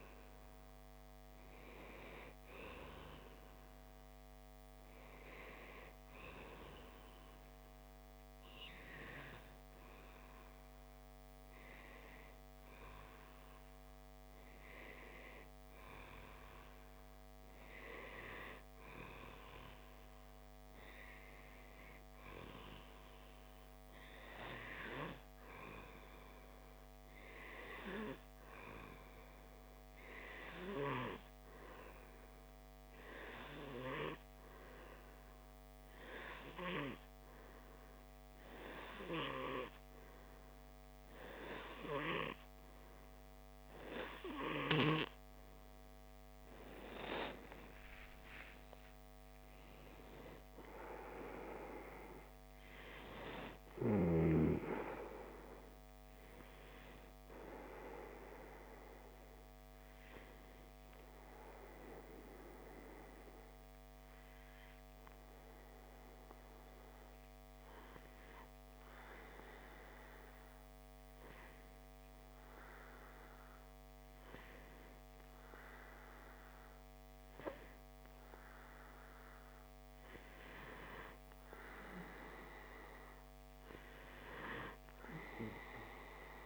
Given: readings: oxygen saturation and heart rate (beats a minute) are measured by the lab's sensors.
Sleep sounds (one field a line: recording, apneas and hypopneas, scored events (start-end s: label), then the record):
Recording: breathing in sleep by a microphone on the trachea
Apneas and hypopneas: 2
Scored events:
6.50-32.50 s: hypopnea (oxygen 97% before, 95% lowest, heart rate 60 before, 58 extreme, up 0 after)
34.50-38.50 s: arousal
64.50-81.50 s: hypopnea (oxygen 95% before, 95% lowest, heart rate 60 before, 59 extreme, up 1 after)
82.50-85.50 s: arousal
From the record:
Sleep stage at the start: N2 (light sleep)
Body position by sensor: on the back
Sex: male